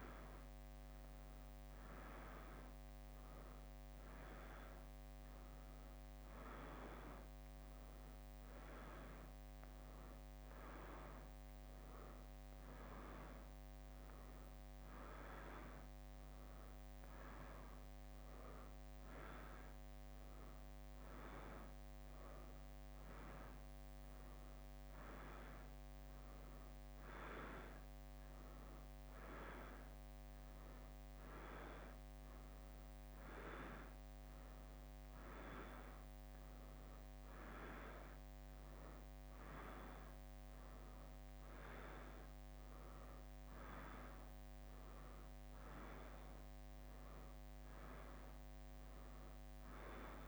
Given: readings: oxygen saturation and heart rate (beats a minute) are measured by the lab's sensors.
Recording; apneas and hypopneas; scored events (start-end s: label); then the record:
a person awake in a sleep study, by a microphone on the trachea; none
8.00-15.00 s: leg movement (device-marked)
18.50-25.00 s: leg movement (device-marked)
29.50-38.00 s: leg movement (device-marked)
From the record:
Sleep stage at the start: awake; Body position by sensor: on the right side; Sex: female